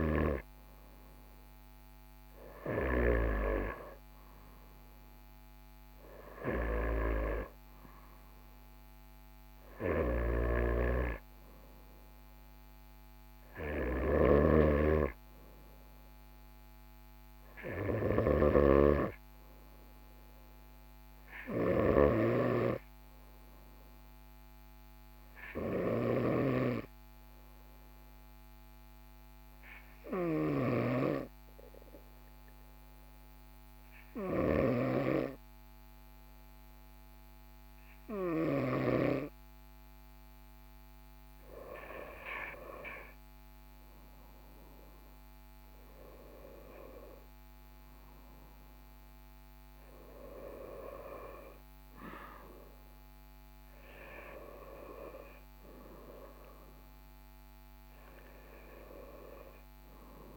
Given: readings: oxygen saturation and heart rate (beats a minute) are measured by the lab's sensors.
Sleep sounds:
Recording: breathing in sleep by a microphone on the trachea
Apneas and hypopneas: 1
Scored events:
14.00-22.00 s: snoring (device-marked)
25.00-40.00 s: obstructive apnea (oxygen 98% before, 97% lowest, heart rate 45 before, 44 extreme, up 3 after)
41.00-46.00 s: arousal
From the record:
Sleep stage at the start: N2 (light sleep)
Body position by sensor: on the right side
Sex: male

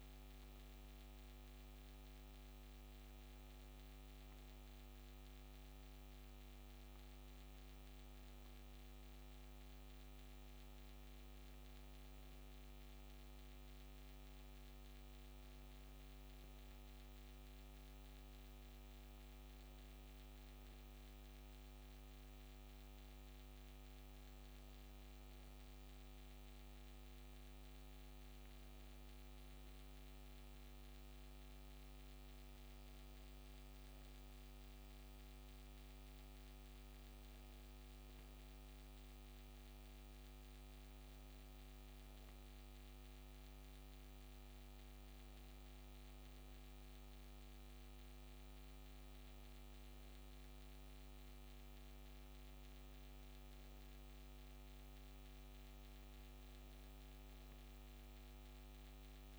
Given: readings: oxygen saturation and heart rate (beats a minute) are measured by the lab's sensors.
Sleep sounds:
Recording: breathing in sleep, hard to hear, by a microphone on the trachea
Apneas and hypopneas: none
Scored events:
none scored
From the record:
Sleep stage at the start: N2 (light sleep)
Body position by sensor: on the back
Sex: female

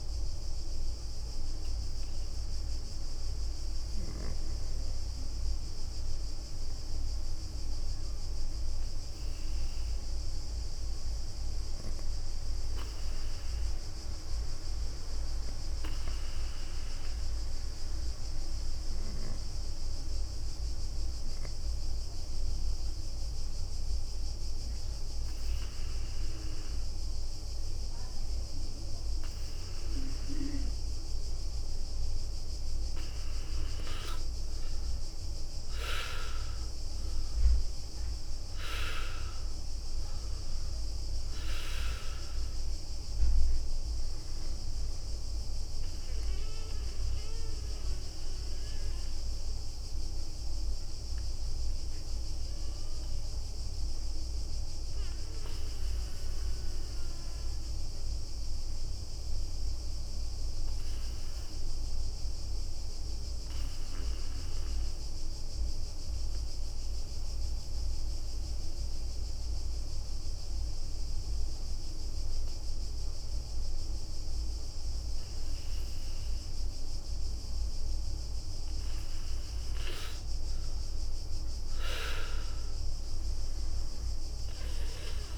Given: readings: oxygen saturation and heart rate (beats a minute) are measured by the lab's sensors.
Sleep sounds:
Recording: breathing in sleep by a room microphone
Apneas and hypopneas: 2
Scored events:
0.00-5.50 s: oxygen desaturation (device-marked, oxygen 94% lowest, heart rate 66 extreme)
9.00-13.50 s: arousal
13.50-23.00 s: leg movement (device-marked)
18.50-29.00 s: hypopnea (oxygen 96% before, 92% lowest, heart rate 69 before, 63 extreme, up 7 after)
27.00-36.00 s: leg movement (device-marked)
34.00-39.00 s: arousal
39.00-45.00 s: leg movement (device-marked)
61.00-72.50 s: hypopnea (oxygen 98% before, 96% lowest, heart rate 68 before, 62 extreme, up 3 after)
76.50-80.50 s: arousal
From the record:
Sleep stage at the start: REM sleep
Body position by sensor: on the right side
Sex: female

